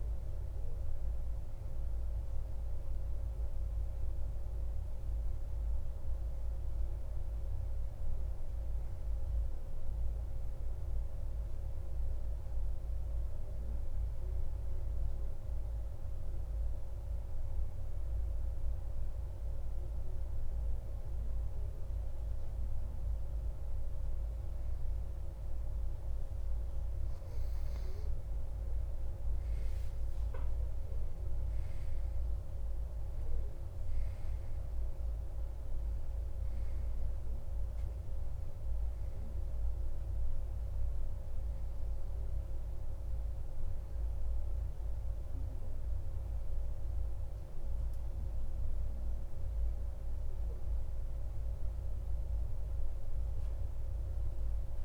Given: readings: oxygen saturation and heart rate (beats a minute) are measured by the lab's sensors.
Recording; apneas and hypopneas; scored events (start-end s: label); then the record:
breathing in sleep, hard to hear, by a room microphone; 1
6.50-10.00 s: arousal
13.00-24.00 s: hypopnea (oxygen 95% before, 92% lowest)
26.00-29.00 s: arousal
From the record:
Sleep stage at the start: N2 (light sleep); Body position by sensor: on the back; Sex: male